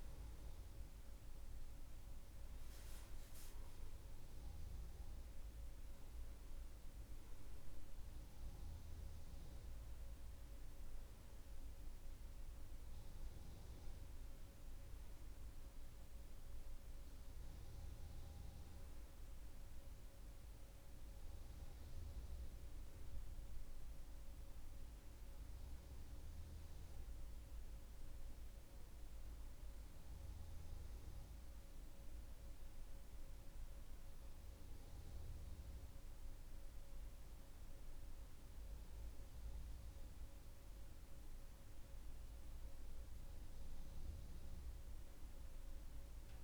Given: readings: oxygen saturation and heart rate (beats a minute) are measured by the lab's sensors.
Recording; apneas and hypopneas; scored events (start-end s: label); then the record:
breathing in sleep, hard to hear, by a room microphone; none
30.00-46.44 s: new sleep stage, N2 (light sleep)
From the record:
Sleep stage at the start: N1 (lightest sleep); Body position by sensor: on the back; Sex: female